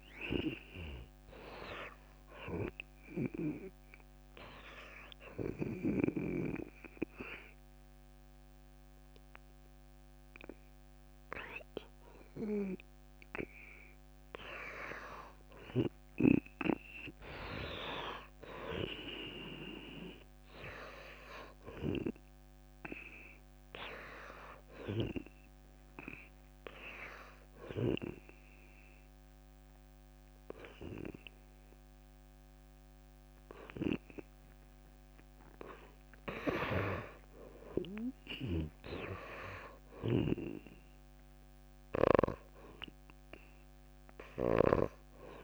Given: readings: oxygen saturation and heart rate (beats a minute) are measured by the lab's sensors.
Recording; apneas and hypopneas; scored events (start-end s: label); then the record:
breathing in sleep by a microphone on the trachea; 2
0.00-5.00 s: oxygen desaturation (device-marked, oxygen 81% lowest)
4.00-15.50 s: hypopnea (oxygen 99% before, 75% lowest)
18.00-20.50 s: arousal
25.50-36.00 s: hypopnea (oxygen 98% before, 75% lowest)
28.00-34.00 s: oxygen desaturation (device-marked, oxygen 97% before, 94% lowest)
36.50-41.00 s: arousal
44.00-45.44 s: oxygen desaturation (device-marked, oxygen 96% before, 75% lowest)
From the record:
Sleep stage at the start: N2 (light sleep); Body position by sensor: on the back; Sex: female